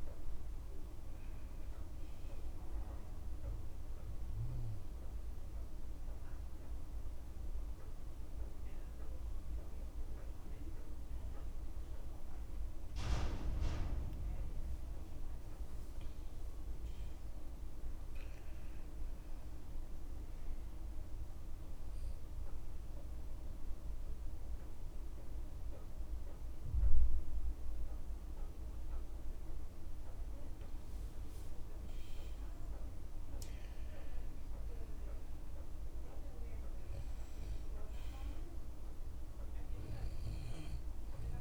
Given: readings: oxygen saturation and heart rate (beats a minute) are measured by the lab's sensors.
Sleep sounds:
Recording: breathing in sleep, hard to hear, by a room microphone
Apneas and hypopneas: 2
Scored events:
0.00-1.50 s: long interval between heartbeats (device-marked, heart rate 109 extreme)
0.00-16.50 s: oxygen desaturation (device-marked, oxygen 88% lowest, heart rate 50 extreme)
4.50-15.50 s: central apnea (oxygen 95% before, 88% lowest, heart rate 78 before, 51 extreme, up 4 after)
17.00-19.00 s: arousal
22.50-32.50 s: central apnea (oxygen 97% before, 88% lowest, heart rate 59 before, 56 extreme, up 3 after)
24.50-26.50 s: long interval between heartbeats (device-marked, heart rate 54 before, 75 extreme)
31.50-33.50 s: long interval between heartbeats (device-marked, heart rate 67 before, 78 extreme)
34.00-36.50 s: arousal
34.50-41.41 s: oxygen desaturation (device-marked, oxygen 97% before, 91% lowest, heart rate 71 before, 53 extreme)
From the record:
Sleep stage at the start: N2 (light sleep)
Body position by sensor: on the left side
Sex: male

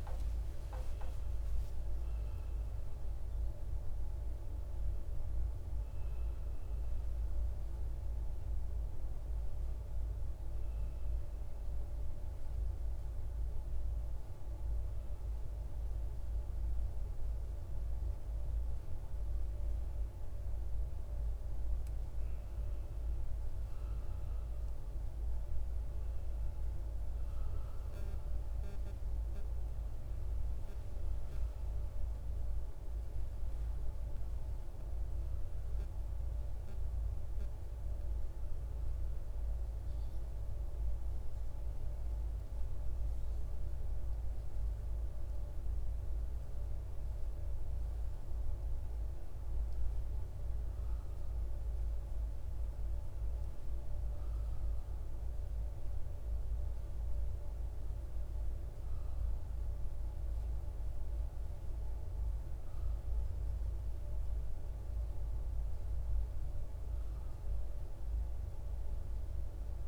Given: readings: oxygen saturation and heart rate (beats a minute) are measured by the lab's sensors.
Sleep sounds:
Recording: a person partly awake in a sleep study, hard to hear, by a room microphone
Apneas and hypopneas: none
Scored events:
5.50-65.50 s: new sleep stage, N1 (lightest sleep)
65.50-69.88 s: new sleep stage, N2 (light sleep)
66.00-69.88 s: arousal
From the record:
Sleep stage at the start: awake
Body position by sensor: on the right side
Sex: male

